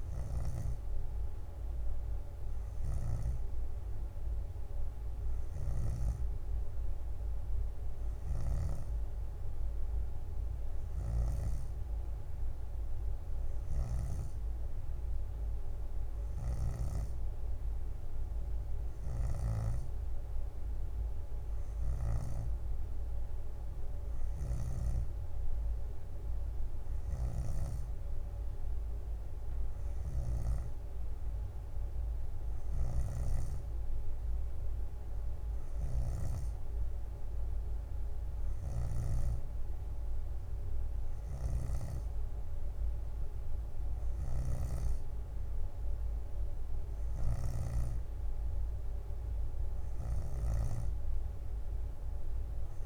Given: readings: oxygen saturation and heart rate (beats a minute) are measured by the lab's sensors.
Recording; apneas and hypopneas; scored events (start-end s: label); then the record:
breathing in sleep, hard to hear, by a room microphone; none
27.00-28.50 s: leg movement (device-marked)
41.00-43.00 s: leg movement (device-marked)
From the record:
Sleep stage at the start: N3 (deep sleep); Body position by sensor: on the back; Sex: female